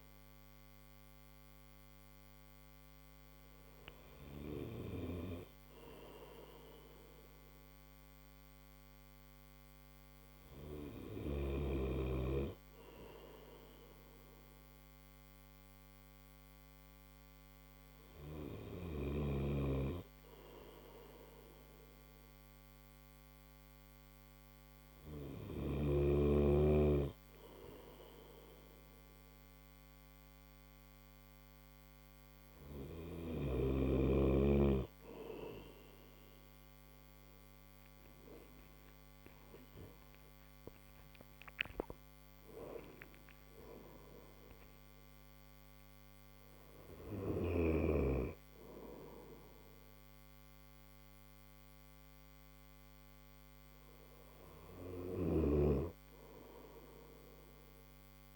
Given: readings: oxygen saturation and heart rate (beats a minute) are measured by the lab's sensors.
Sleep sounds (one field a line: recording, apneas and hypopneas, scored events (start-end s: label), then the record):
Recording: breathing in sleep by a microphone on the trachea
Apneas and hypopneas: none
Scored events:
none scored
From the record:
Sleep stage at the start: N1 (lightest sleep)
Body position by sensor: on the right side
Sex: male